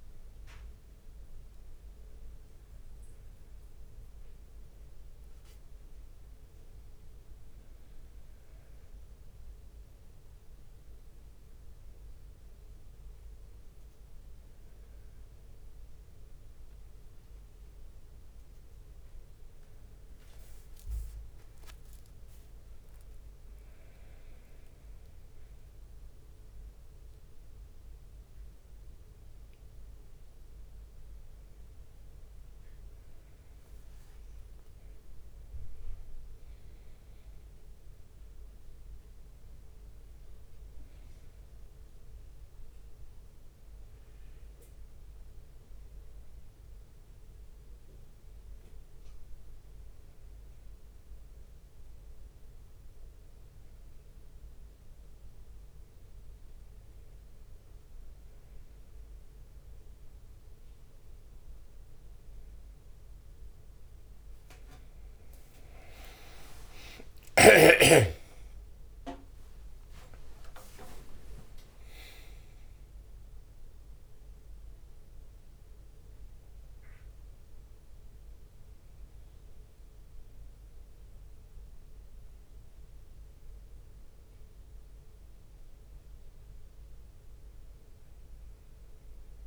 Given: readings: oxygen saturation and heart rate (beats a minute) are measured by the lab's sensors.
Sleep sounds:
breathing in sleep by a room microphone; none
0.00-1.00 s: leg movement (device-marked)
2.50-8.00 s: leg movement (device-marked)
8.50-13.50 s: leg movement (device-marked)
15.50-21.50 s: leg movement (device-marked)
22.50-28.00 s: leg movement (device-marked)
29.00-33.50 s: leg movement (device-marked)
30.50-42.50 s: drop in pulse transit time (device-marked, heart rate 67 before, 68 extreme)
35.50-41.50 s: leg movement (device-marked)
44.00-50.00 s: leg movement (device-marked)
52.00-57.50 s: leg movement (device-marked)
66.50-68.50 s: long interval between heartbeats (device-marked, heart rate 68 before, 68 extreme)
67.50-71.50 s: arousal
67.50-72.50 s: bradycardia (device-marked, heart rate 76 before, 35 extreme)
68.50-83.50 s: drop in pulse transit time (device-marked, heart rate 68 before, 33 extreme)
69.50-73.00 s: leg movement (device-marked)
72.00-74.00 s: long interval between heartbeats (device-marked, heart rate 66 before, 36 extreme)
74.50-76.50 s: long interval between heartbeats (device-marked, heart rate 62 before, 52 extreme)
78.50-84.50 s: leg movement (device-marked)
78.50-86.50 s: bradycardia (device-marked, heart rate 76 before, 33 extreme)
From the record:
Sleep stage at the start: N2 (light sleep); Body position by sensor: on the back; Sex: male

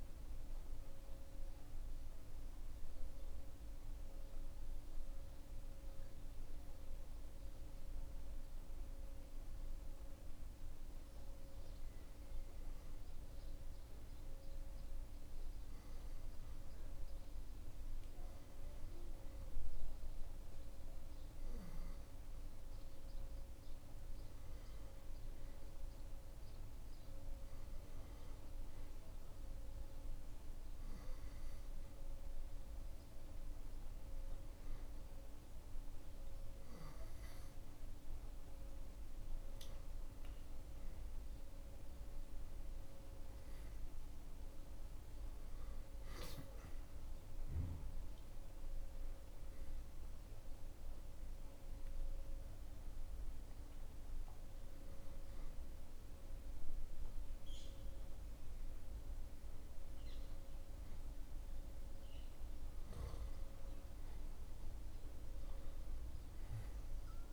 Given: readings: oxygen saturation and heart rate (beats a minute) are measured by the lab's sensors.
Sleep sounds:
breathing in sleep, hard to hear, by a room microphone; 2
0.00-3.00 s: oxygen desaturation (device-marked, oxygen 92% lowest, heart rate 62 extreme)
8.00-40.00 s: hypopnea (oxygen 96% before, 91% lowest, heart rate 70 before, 65 extreme, up 17 after)
33.00-67.33 s: oxygen desaturation (device-marked, oxygen 98% before, 91% lowest, heart rate 72 before, 83 extreme)
42.00-45.50 s: arousal
50.50-63.00 s: hypopnea (oxygen 98% before, 90% lowest, heart rate 88 before, 83 extreme, up 8 after)
64.50-67.33 s: arousal
From the record:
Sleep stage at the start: N2 (light sleep); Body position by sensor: on the back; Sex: male

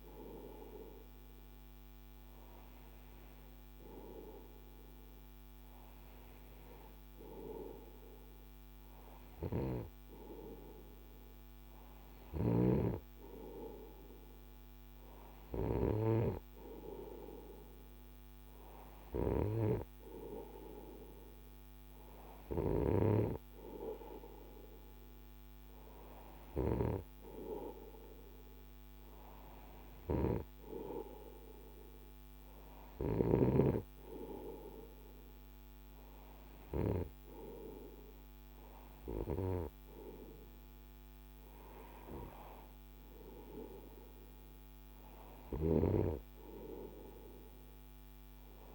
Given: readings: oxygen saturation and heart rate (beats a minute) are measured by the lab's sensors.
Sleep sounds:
breathing in sleep by a microphone on the trachea; none
none scored
From the record:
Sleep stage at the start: N2 (light sleep); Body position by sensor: on the right side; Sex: male

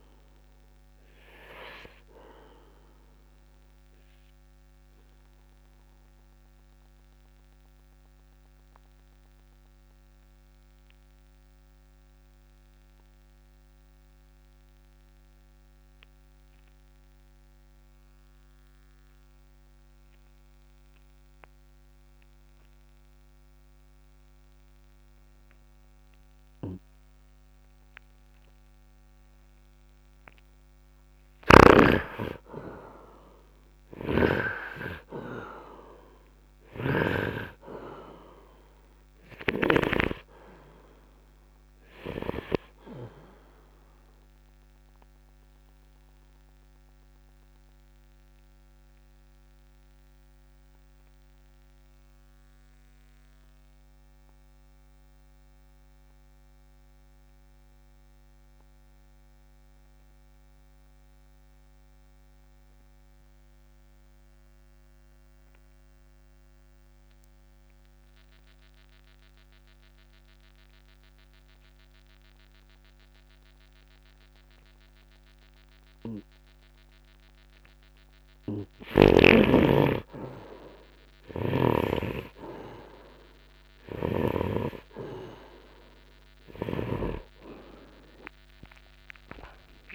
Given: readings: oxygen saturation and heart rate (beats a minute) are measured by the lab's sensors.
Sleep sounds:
breathing in sleep by a microphone on the trachea; 2
0.00-12.00 s: oxygen desaturation (device-marked, oxygen 75% lowest, heart rate 59 extreme)
3.50-31.00 s: obstructive apnea (oxygen 99% before, 75% lowest, heart rate 64 before, 59 extreme, up 0 after)
27.00-57.00 s: oxygen desaturation (device-marked, oxygen 98% before, 75% lowest, heart rate 68 before, 53 extreme)
32.00-36.50 s: arousal
34.00-40.50 s: snoring (device-marked)
45.00-78.50 s: obstructive apnea (oxygen 98% before, 74% lowest, heart rate 62 before, 53 extreme, up 7 after)
74.00-89.95 s: oxygen desaturation (device-marked, oxygen 97% before, 74% lowest, heart rate 66 before, 54 extreme)
85.50-89.95 s: arousal
From the record:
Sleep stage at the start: N2 (light sleep); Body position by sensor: upright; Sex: male

